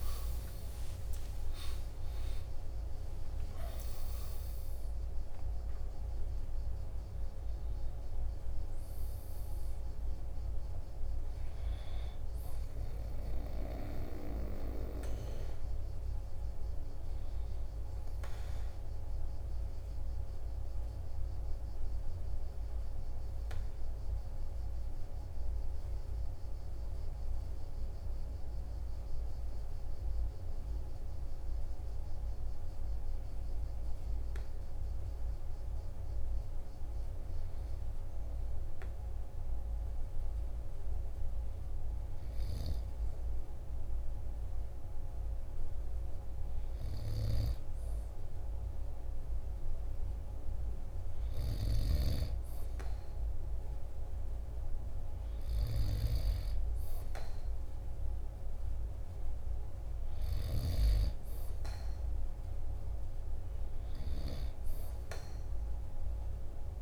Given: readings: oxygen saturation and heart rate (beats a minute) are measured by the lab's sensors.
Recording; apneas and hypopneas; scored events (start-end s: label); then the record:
breathing in sleep by a room microphone; none
0.00-2.50 s: arousal
From the record:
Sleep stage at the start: N2 (light sleep); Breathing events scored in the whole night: 239 in 6.0 hours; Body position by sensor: on the right side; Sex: male